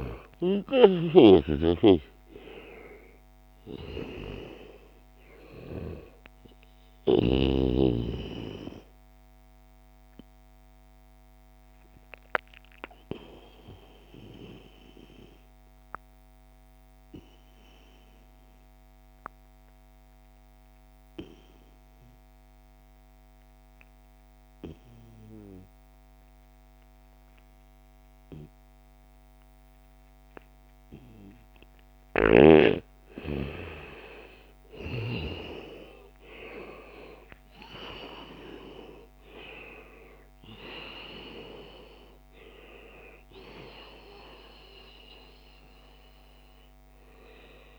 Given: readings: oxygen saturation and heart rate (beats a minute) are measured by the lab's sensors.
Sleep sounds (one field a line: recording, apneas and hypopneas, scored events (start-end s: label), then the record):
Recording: breathing in sleep by a microphone on the trachea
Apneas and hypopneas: 1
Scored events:
1.50-17.50 s: oxygen desaturation (device-marked, oxygen 94% before, 89% lowest, heart rate 73 before, 66 extreme)
12.00-31.00 s: mixed apnea (oxygen 94% before, 89% lowest, heart rate 75 before, 66 extreme, up 6 after)
29.50-43.50 s: oxygen desaturation (device-marked, oxygen 95% before, 90% lowest, heart rate 72 before, 67 extreme)
33.00-36.50 s: arousal
From the record:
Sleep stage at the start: N2 (light sleep)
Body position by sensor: on the back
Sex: male